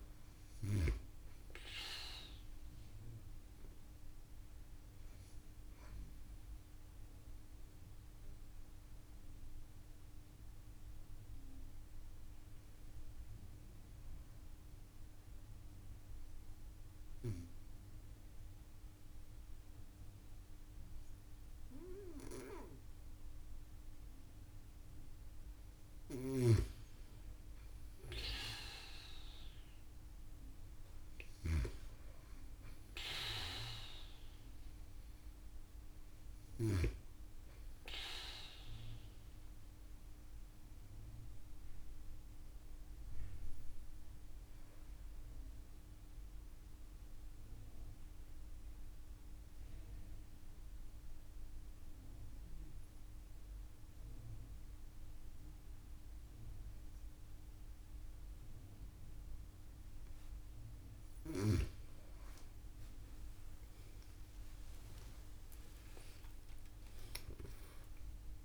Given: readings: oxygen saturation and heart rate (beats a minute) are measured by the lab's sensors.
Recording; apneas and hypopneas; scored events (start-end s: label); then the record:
breathing in sleep by a room microphone; 2
7.50-25.50 s: mixed apnea (oxygen 96% before, 92% lowest)
27.50-33.50 s: arousal
35.50-55.50 s: oxygen desaturation (device-marked, oxygen 96% before, 92% lowest)
44.50-60.50 s: mixed apnea (oxygen 96% before, 92% lowest)
62.00-66.50 s: arousal
66.00-68.00 s: long interval between heartbeats (device-marked)
From the record:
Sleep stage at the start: N2 (light sleep); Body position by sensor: on the back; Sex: female